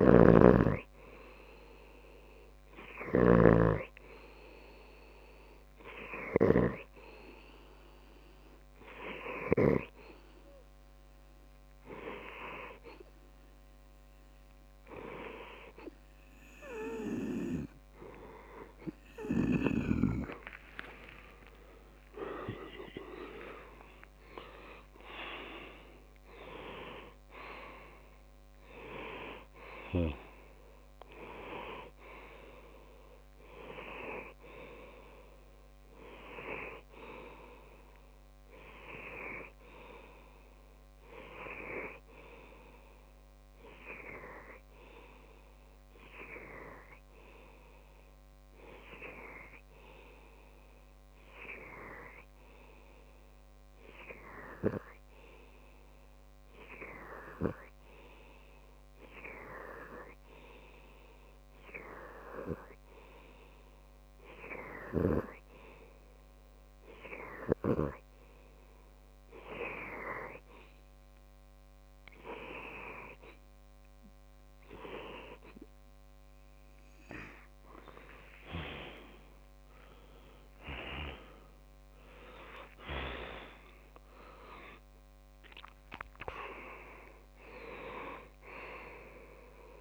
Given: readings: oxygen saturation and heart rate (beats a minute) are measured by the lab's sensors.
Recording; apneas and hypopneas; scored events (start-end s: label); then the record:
breathing in sleep by a microphone on the trachea; 1
0.00-4.00 s: snoring (device-marked)
21.00-23.50 s: arousal
28.50-30.50 s: long interval between heartbeats (device-marked)
43.50-71.00 s: hypopnea (oxygen 94% before, 94% lowest)
77.50-89.81 s: oxygen desaturation (device-marked, oxygen 97% before, 94% lowest)
78.00-81.50 s: arousal
From the record:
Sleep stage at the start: N2 (light sleep); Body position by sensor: on the left side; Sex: male